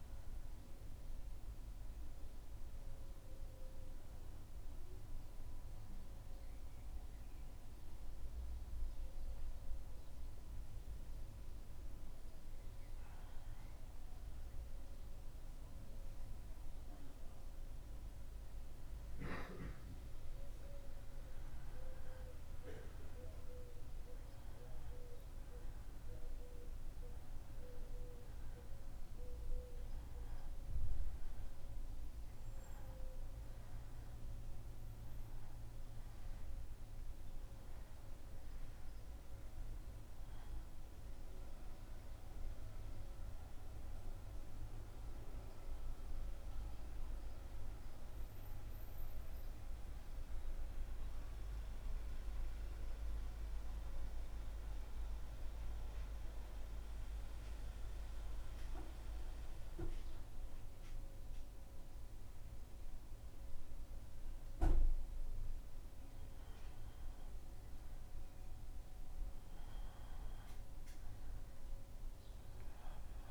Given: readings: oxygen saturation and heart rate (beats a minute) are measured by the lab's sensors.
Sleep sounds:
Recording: breathing in sleep, hard to hear, by a room microphone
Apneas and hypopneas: 2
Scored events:
0.00-1.00 s: oxygen desaturation (device-marked, oxygen 90% lowest, heart rate 76 extreme)
0.00-1.50 s: arousal
5.50-19.50 s: obstructive apnea (oxygen 97% before, 93% lowest, heart rate 76 before, 75 extreme, up 0 after)
21.00-25.00 s: arousal
47.50-64.50 s: central apnea (oxygen 97% before, 90% lowest, heart rate 77 before, 74 extreme, up 2 after)
64.00-73.31 s: oxygen desaturation (device-marked, oxygen 97% before, 92% lowest, heart rate 76 before, 74 extreme)
67.00-72.00 s: arousal
From the record:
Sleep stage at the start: N2 (light sleep)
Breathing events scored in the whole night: 195 in 3.5 hours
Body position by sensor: on the back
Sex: male

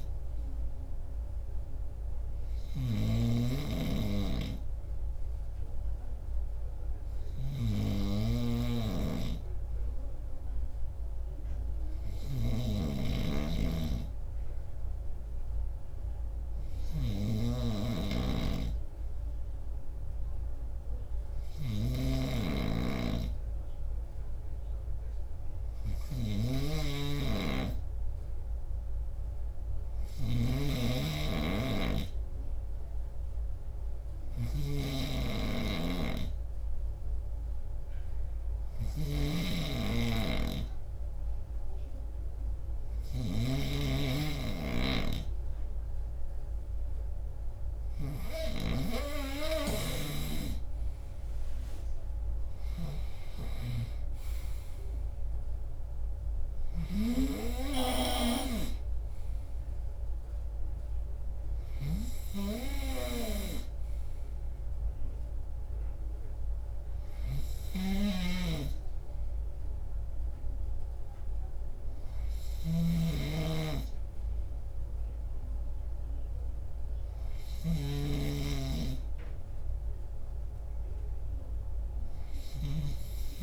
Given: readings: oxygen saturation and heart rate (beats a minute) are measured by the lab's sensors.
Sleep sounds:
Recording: breathing in sleep by a room microphone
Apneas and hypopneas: 1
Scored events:
0.00-13.00 s: snoring (device-marked)
2.50-47.00 s: hypopnea (oxygen 99% before, 94% lowest)
21.50-43.50 s: snoring (device-marked)
51.50-55.00 s: arousal
68.00-78.00 s: snoring (device-marked)
From the record:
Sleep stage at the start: N2 (light sleep)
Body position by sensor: on the left side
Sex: male

